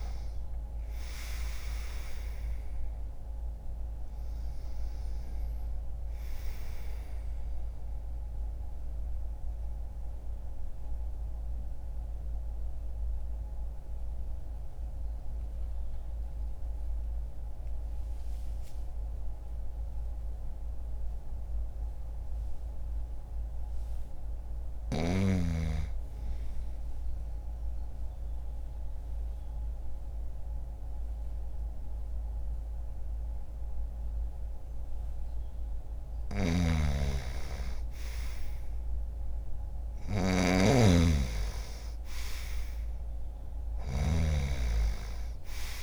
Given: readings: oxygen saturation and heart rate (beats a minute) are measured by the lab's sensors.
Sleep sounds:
breathing in sleep by a room microphone; 1
0.00-9.50 s: oxygen desaturation (device-marked, oxygen 93% lowest, heart rate 59 extreme)
7.00-23.50 s: mixed apnea (oxygen 98% before, 92% lowest, heart rate 61 before, 60 extreme, up 2 after)
26.00-30.50 s: arousal
35.50-45.83 s: snoring (device-marked)
From the record:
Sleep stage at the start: N2 (light sleep); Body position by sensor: on the right side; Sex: male

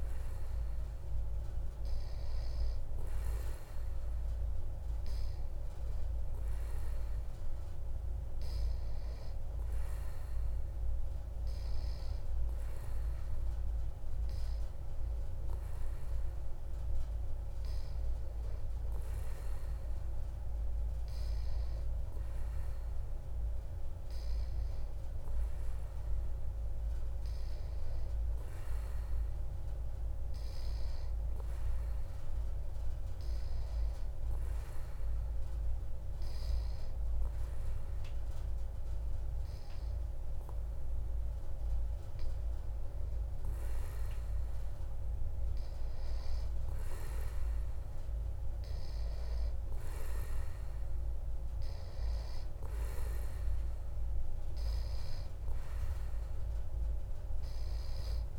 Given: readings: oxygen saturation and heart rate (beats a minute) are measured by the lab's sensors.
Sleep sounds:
breathing in sleep, hard to hear, by a room microphone; none
none scored
From the record:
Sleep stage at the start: N3 (deep sleep); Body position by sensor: on the back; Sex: male

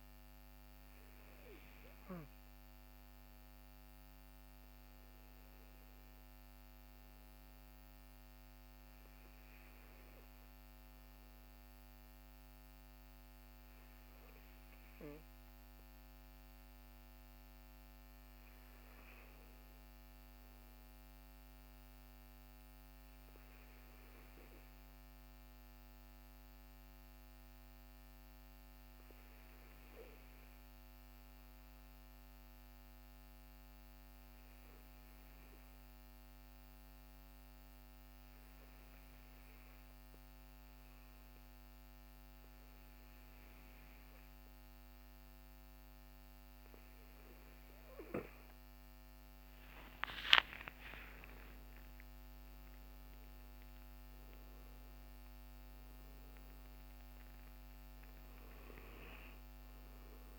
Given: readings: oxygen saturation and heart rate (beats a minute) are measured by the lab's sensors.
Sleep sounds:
breathing in sleep, hard to hear, by a microphone on the trachea; none
49.00-54.00 s: arousal
From the record:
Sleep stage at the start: N2 (light sleep); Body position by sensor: on the back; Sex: male

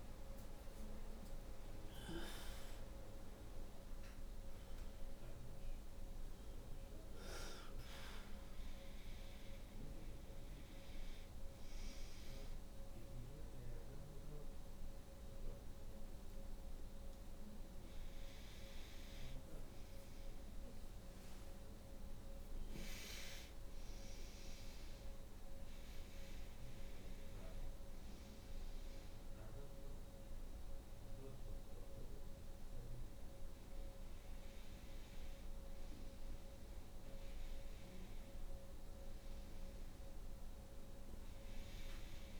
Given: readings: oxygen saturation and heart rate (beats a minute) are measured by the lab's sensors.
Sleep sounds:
a person awake in a sleep study, hard to hear, by a room microphone; none
none scored
From the record:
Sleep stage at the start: awake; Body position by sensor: on the right side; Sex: female

